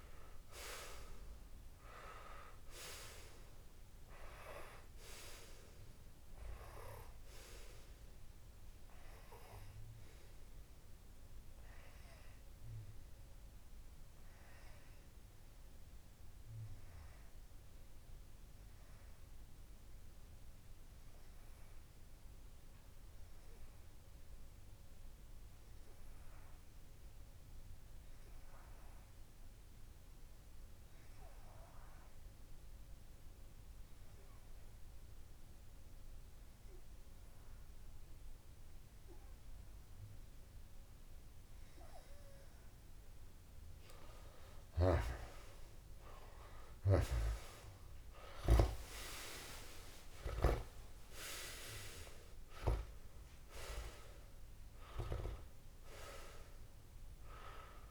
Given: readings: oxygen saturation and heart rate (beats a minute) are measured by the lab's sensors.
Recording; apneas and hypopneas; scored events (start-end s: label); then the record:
breathing in sleep by a room microphone; 1
0.00-2.00 s: oxygen desaturation (device-marked, oxygen 94% lowest)
15.00-43.00 s: obstructive apnea (oxygen 96% before, 94% lowest)
43.00-57.90 s: oxygen desaturation (device-marked, oxygen 99% before, 95% lowest)
45.50-49.50 s: arousal
From the record:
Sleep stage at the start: N2 (light sleep); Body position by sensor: on the back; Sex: male